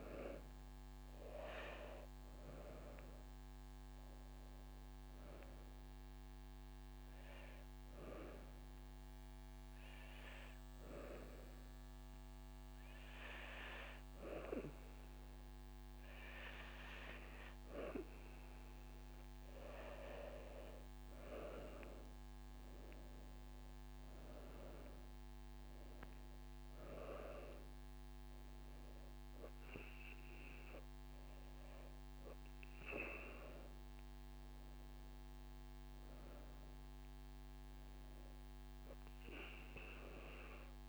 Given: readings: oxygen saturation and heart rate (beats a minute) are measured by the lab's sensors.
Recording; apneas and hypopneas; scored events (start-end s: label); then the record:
breathing in sleep by a microphone on the trachea; 1
0.00-11.00 s: drop in pulse transit time (device-marked, heart rate 33 extreme)
0.50-2.50 s: long interval between heartbeats (device-marked, heart rate 33 before, 49 extreme)
6.50-8.50 s: long interval between heartbeats (device-marked, heart rate 39 before, 36 extreme)
7.00-19.50 s: obstructive apnea (oxygen 97% before, 93% lowest)
16.50-18.50 s: long interval between heartbeats (device-marked)
21.00-25.00 s: arousal
22.00-37.00 s: oxygen desaturation (device-marked, oxygen 96% before, 93% lowest)
25.50-27.50 s: long interval between heartbeats (device-marked)
30.50-32.50 s: long interval between heartbeats (device-marked)
From the record:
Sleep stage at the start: N2 (light sleep); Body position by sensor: on the back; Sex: female